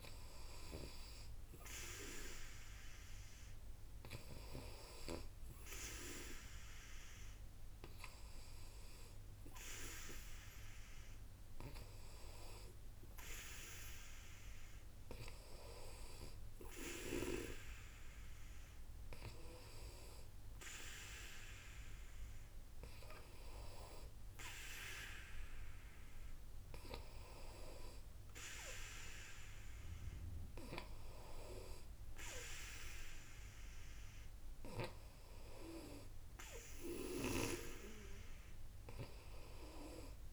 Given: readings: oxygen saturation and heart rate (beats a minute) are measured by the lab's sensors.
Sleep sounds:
breathing in sleep by a room microphone; none
none scored
From the record:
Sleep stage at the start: N2 (light sleep); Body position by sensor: on the back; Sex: female

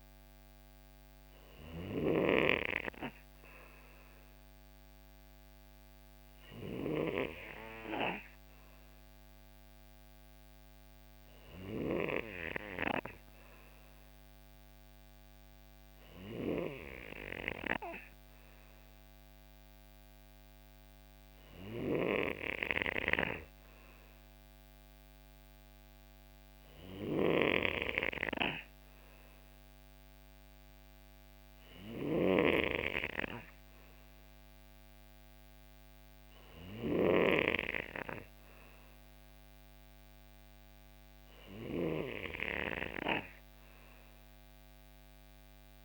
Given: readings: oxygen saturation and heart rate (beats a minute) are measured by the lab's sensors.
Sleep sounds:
breathing in sleep by a microphone on the trachea; none
none scored
From the record:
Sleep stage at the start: N3 (deep sleep); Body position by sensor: on the right side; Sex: male

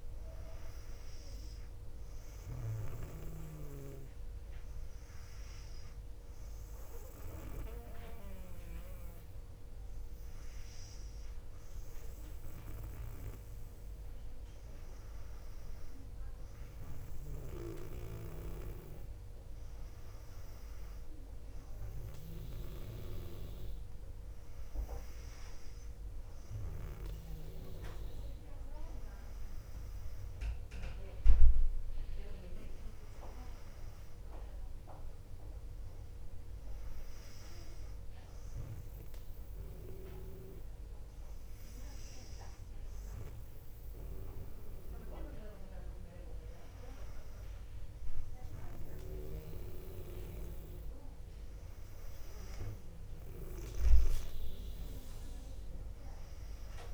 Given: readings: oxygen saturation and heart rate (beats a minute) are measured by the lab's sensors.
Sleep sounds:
breathing in sleep by a room microphone; 2
2.50-16.00 s: hypopnea (oxygen 98% before, 96% lowest, heart rate 59 before, 57 extreme, up 1 after)
21.00-23.50 s: arousal
38.50-50.00 s: hypopnea (oxygen 97% before, 96% lowest, heart rate 59 before, 57 extreme, up 4 after)
55.00-56.94 s: arousal
From the record:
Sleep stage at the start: N2 (light sleep); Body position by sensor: on the back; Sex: female

